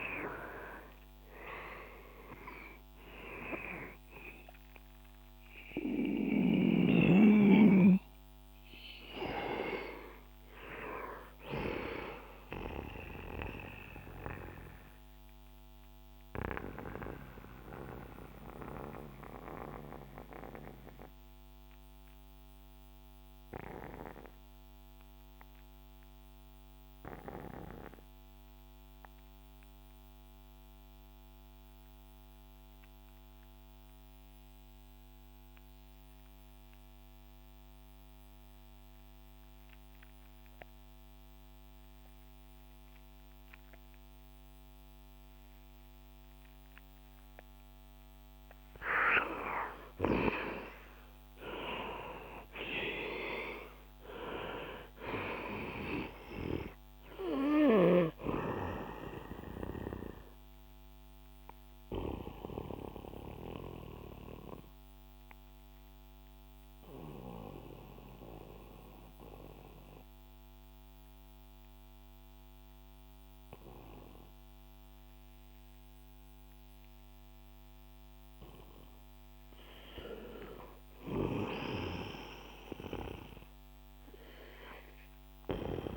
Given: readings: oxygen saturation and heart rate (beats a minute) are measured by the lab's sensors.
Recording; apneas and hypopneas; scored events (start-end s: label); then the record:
breathing in sleep by a microphone on the trachea; 2
0.00-2.00 s: arousal
0.00-29.00 s: oxygen desaturation (device-marked, oxygen 82% lowest, heart rate 59 extreme)
13.00-48.00 s: mixed apnea (oxygen 97% before, 82% lowest, heart rate 68 before, 60 extreme, up 15 after)
43.00-81.00 s: oxygen desaturation (device-marked, oxygen 99% before, 83% lowest, heart rate 65 before, 63 extreme)
49.50-53.50 s: arousal
62.50-79.50 s: mixed apnea (oxygen 99% before, 83% lowest, heart rate 68 before, 63 extreme, up 8 after)
80.50-84.00 s: arousal
84.00-85.97 s: new sleep stage, N2 (light sleep)
From the record:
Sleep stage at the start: REM sleep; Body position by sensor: on the back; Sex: male